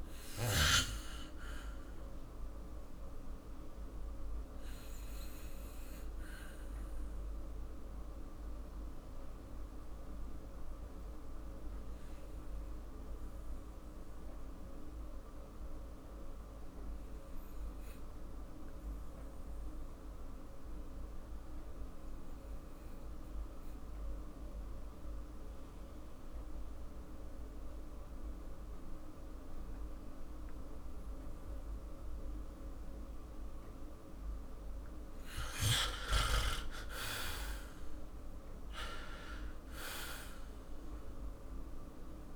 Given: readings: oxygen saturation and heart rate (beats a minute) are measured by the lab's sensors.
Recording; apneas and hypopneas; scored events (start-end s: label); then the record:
breathing in sleep by a room microphone; 1
0.00-4.50 s: oxygen desaturation (device-marked, oxygen 88% lowest, heart rate 42 extreme)
5.00-33.50 s: obstructive apnea (oxygen 99% before, 92% lowest, heart rate 51 before, 42 extreme, up 10 after)
36.00-39.50 s: arousal
40.50-42.36 s: oxygen desaturation (device-marked, oxygen 98% before, 92% lowest, heart rate 49 before, 43 extreme)
From the record:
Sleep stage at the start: N2 (light sleep); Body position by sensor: on the back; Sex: male